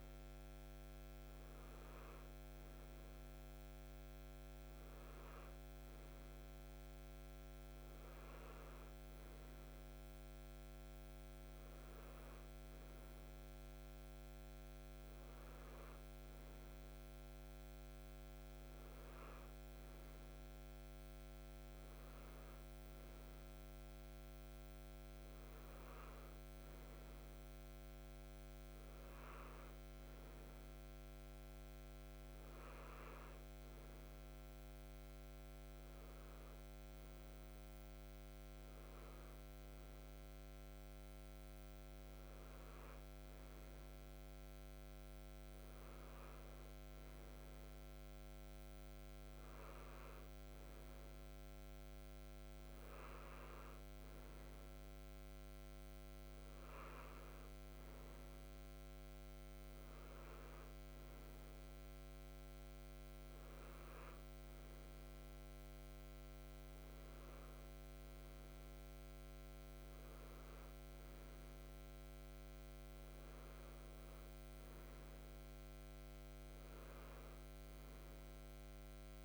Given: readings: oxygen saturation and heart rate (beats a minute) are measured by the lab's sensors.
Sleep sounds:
breathing in sleep, hard to hear, by a microphone on the trachea; none
none scored
From the record:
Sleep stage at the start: N3 (deep sleep); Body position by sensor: on the right side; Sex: male

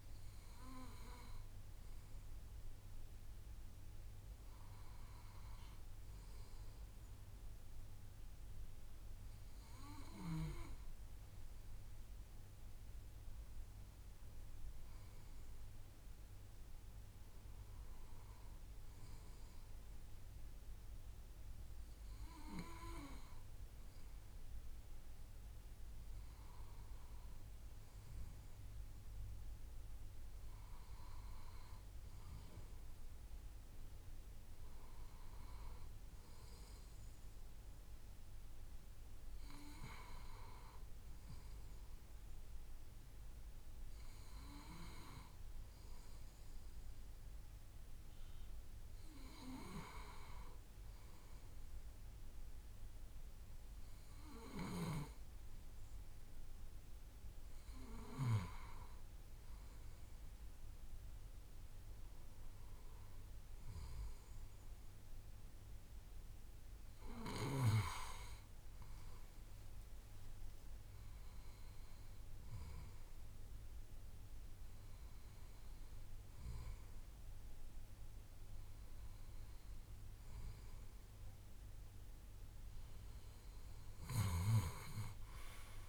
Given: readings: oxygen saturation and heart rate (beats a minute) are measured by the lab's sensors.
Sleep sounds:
breathing in sleep by a room microphone; none
none scored
From the record:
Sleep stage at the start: N2 (light sleep); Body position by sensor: on the left side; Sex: male

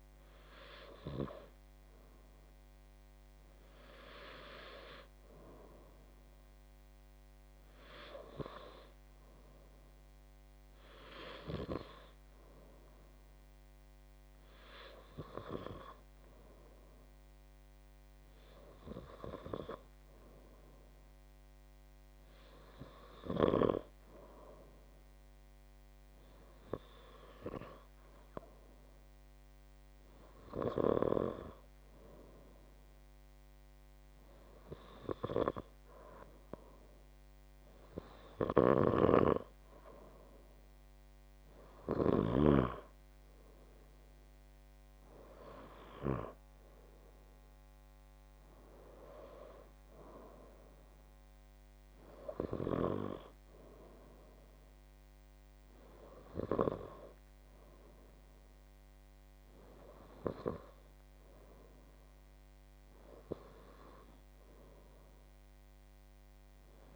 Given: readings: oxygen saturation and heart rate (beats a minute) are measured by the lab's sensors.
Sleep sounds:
breathing in sleep by a microphone on the trachea; none
none scored
From the record:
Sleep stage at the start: N2 (light sleep); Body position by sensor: on the left side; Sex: male

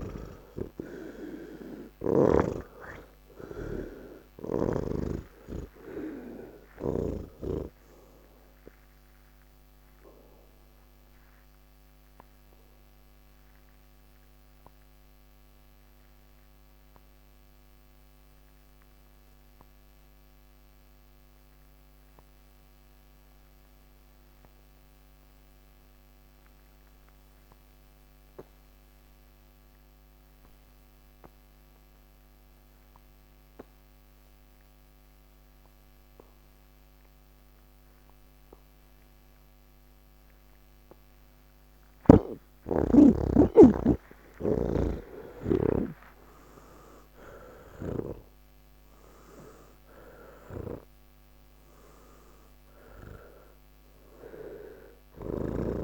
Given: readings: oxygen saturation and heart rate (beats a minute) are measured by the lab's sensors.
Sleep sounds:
breathing in sleep by a microphone on the trachea; 1
0.00-2.50 s: snoring (device-marked)
0.00-25.00 s: oxygen desaturation (device-marked, oxygen 79% lowest, heart rate 57 extreme)
8.50-41.00 s: obstructive apnea (oxygen 97% before, 78% lowest, heart rate 140 before, 30 extreme, up 27 after)
31.00-55.84 s: oxygen desaturation (device-marked, oxygen 98% before, 78% lowest, heart rate 81 before, 30 extreme)
From the record:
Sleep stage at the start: N1 (lightest sleep); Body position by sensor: on the back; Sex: male

